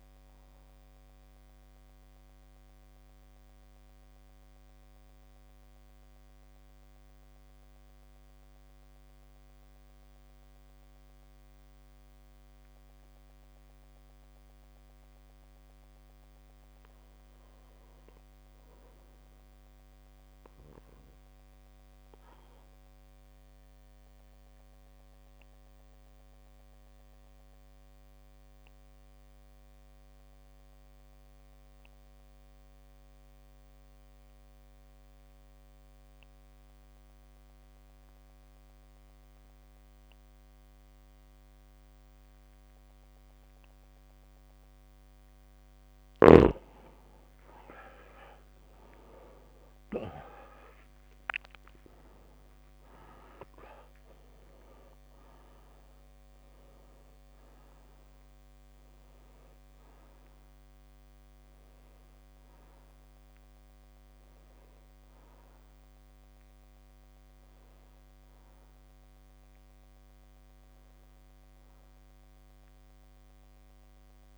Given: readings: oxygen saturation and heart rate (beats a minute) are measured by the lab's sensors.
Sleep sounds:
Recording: breathing in sleep by a microphone on the trachea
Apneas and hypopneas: 2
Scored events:
0.00-1.00 s: drop in pulse transit time (device-marked, heart rate 44 extreme)
0.00-2.00 s: long interval between heartbeats (device-marked, heart rate 50 before, 49 extreme)
0.00-16.00 s: oxygen desaturation (device-marked, oxygen 90% lowest, heart rate 44 extreme)
2.50-15.50 s: mixed apnea (oxygen 99% before, 86% lowest, heart rate 52 before, 50 extreme, up 1 after)
17.00-20.50 s: arousal
23.00-25.00 s: long interval between heartbeats (device-marked, heart rate 57 before, 56 extreme)
26.00-44.00 s: obstructive apnea (oxygen 100% before, 86% lowest, heart rate 57 before, 50 extreme, up 8 after)
35.00-74.38 s: oxygen desaturation (device-marked, oxygen 100% before, 86% lowest, heart rate 56 before, 39 extreme)
37.00-39.00 s: long interval between heartbeats (device-marked, heart rate 56 before, 56 extreme)
45.00-58.00 s: drop in pulse transit time (device-marked, heart rate 56 before, 57 extreme)
47.50-52.00 s: arousal
69.00-74.38 s: drop in pulse transit time (device-marked, heart rate 59 before, 58 extreme)
From the record:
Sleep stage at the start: REM sleep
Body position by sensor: on the back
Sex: male

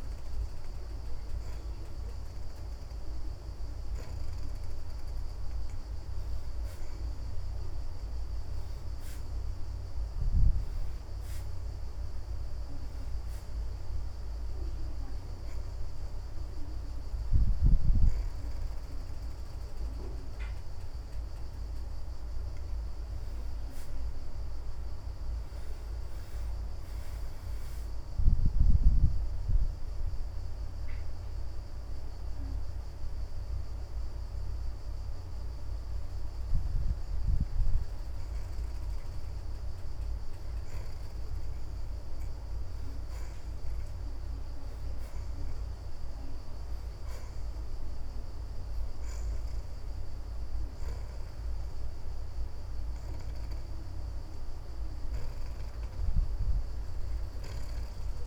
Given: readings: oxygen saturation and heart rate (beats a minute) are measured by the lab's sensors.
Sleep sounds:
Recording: breathing in sleep, hard to hear, by a room microphone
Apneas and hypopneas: 1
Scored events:
3.50-20.50 s: oxygen desaturation (device-marked, oxygen 65% before, 60% lowest)
23.00-26.50 s: arousal
28.00-40.00 s: hypopnea (oxygen 72% before, 60% lowest)
33.50-45.50 s: oxygen desaturation (device-marked, oxygen 71% before, 65% lowest)
46.50-51.00 s: arousal
From the record:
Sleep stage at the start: N2 (light sleep)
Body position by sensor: on the back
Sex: female

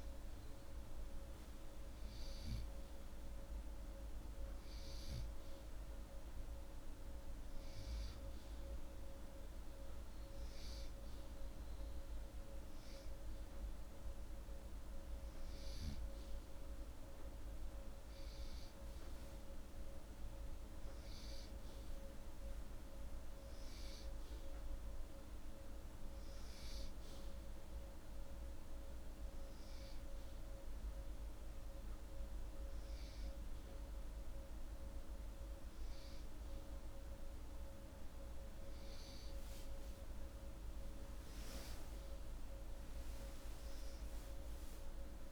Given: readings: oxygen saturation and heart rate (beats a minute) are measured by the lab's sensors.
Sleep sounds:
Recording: breathing in sleep, hard to hear, by a room microphone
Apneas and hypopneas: none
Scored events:
none scored
From the record:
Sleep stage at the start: N2 (light sleep)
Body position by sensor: upright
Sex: male

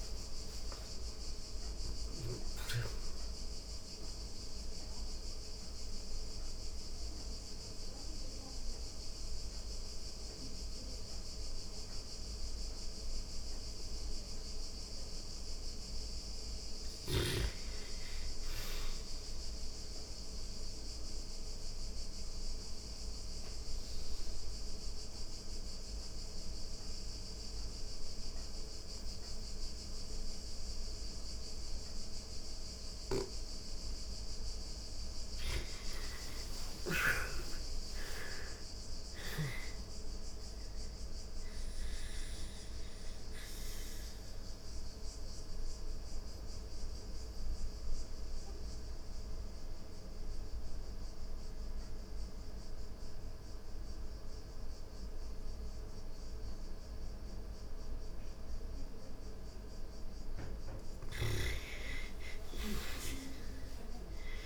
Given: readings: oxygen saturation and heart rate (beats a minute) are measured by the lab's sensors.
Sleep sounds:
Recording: breathing in sleep by a room microphone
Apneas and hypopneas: 3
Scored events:
0.00-14.00 s: oxygen desaturation (device-marked, oxygen 75% lowest, heart rate 88 extreme)
3.00-15.00 s: mixed apnea (oxygen 89% before, 77% lowest, heart rate 92 before, 92 extreme, up 1 after)
15.50-18.00 s: arousal
16.00-32.00 s: oxygen desaturation (device-marked, oxygen 99% before, 87% lowest, heart rate 97 before, 91 extreme)
20.00-33.00 s: obstructive apnea (oxygen 99% before, 82% lowest, heart rate 98 before, 91 extreme, up 14 after)
34.00-52.00 s: oxygen desaturation (device-marked, oxygen 97% before, 82% lowest, heart rate 95 before, 90 extreme)
34.50-38.50 s: arousal
42.00-58.50 s: mixed apnea (oxygen 99% before, 79% lowest, heart rate 98 before, 89 extreme, up 4 after)
60.00-64.46 s: snoring (device-marked)
60.50-63.50 s: arousal
63.00-64.46 s: oxygen desaturation (device-marked, oxygen 99% before, 87% lowest, heart rate 92 before, 88 extreme)
From the record:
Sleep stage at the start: N2 (light sleep)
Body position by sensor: on the back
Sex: female

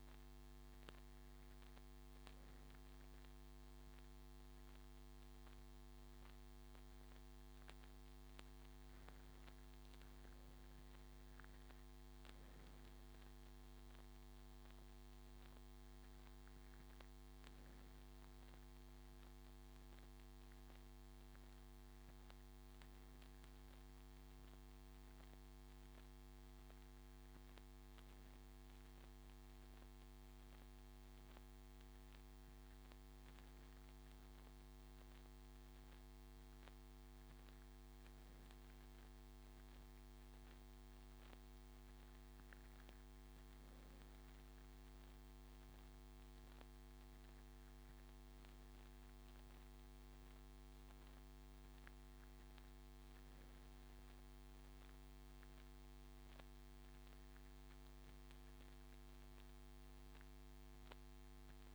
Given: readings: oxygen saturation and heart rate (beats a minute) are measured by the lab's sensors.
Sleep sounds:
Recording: breathing in sleep, hard to hear, by a microphone on the trachea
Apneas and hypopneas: none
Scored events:
none scored
From the record:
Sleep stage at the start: N1 (lightest sleep)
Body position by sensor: on the front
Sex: male

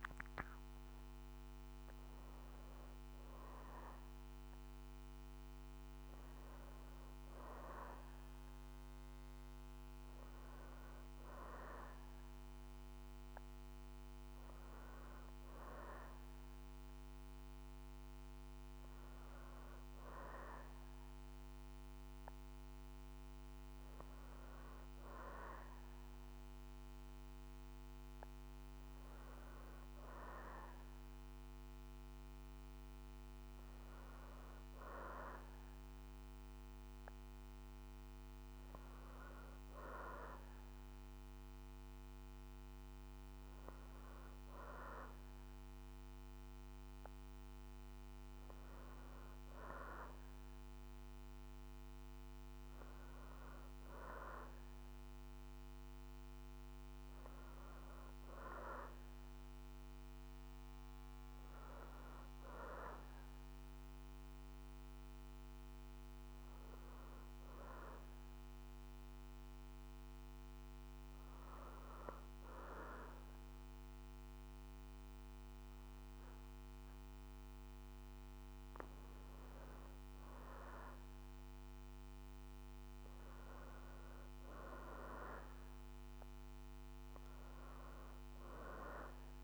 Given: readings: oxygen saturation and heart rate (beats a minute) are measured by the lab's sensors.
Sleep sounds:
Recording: breathing in sleep by a microphone on the trachea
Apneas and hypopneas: 1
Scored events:
63.50-78.00 s: hypopnea (oxygen 95% before, 89% lowest, heart rate 60 before, 59 extreme, up 4 after)
79.50-83.50 s: arousal
80.50-89.44 s: new sleep stage, N1 (lightest sleep)
81.50-89.44 s: oxygen desaturation (device-marked, oxygen 94% before, 89% lowest, heart rate 60 before, 60 extreme)
From the record:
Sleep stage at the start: N2 (light sleep)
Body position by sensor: on the back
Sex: female

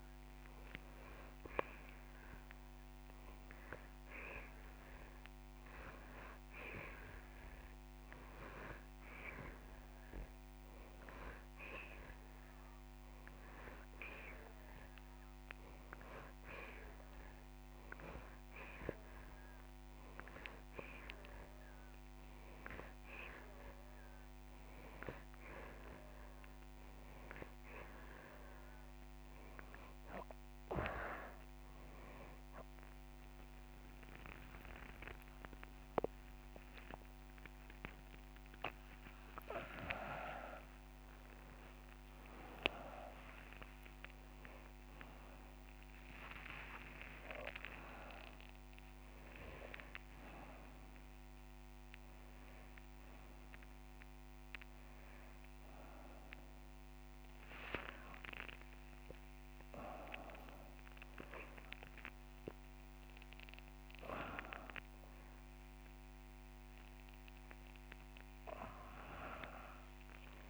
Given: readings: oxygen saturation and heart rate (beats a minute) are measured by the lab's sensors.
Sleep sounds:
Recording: a person awake in a sleep study, by a microphone on the trachea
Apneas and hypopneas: none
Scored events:
0.00-7.00 s: oxygen desaturation (device-marked, oxygen 94% lowest)
0.50-2.50 s: long interval between heartbeats (device-marked)
14.50-16.50 s: long interval between heartbeats (device-marked)
34.00-70.50 s: new sleep stage, awake
41.50-43.50 s: long interval between heartbeats (device-marked)
48.50-50.50 s: long interval between heartbeats (device-marked)
55.00-57.00 s: long interval between heartbeats (device-marked)
58.00-59.00 s: drop in pulse transit time (device-marked)
61.00-68.00 s: drop in pulse transit time (device-marked)
64.50-66.50 s: long interval between heartbeats (device-marked)
From the record:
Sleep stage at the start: N2 (light sleep)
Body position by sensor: on the back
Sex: male

